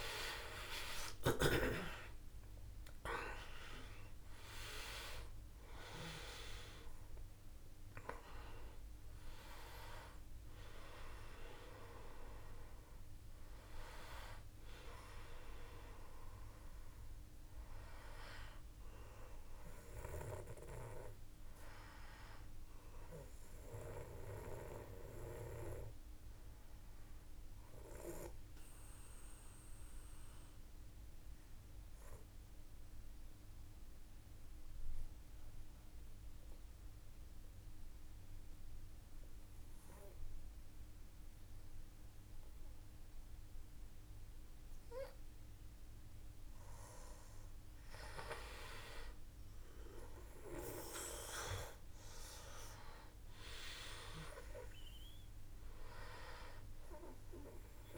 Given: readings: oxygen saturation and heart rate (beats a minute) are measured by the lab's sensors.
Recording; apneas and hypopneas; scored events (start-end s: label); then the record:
breathing in sleep by a room microphone; 1
0.00-2.50 s: arousal
0.00-33.00 s: oxygen desaturation (device-marked, oxygen 87% lowest, heart rate 50 extreme)
23.50-45.00 s: obstructive apnea (oxygen 94% before, 87% lowest, heart rate 58 before, 53 extreme, up 2 after)
48.00-52.00 s: arousal
52.00-57.97 s: oxygen desaturation (device-marked, oxygen 98% before, 92% lowest, heart rate 55 before, 53 extreme)
From the record:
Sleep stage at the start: N2 (light sleep); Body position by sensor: on the back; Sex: male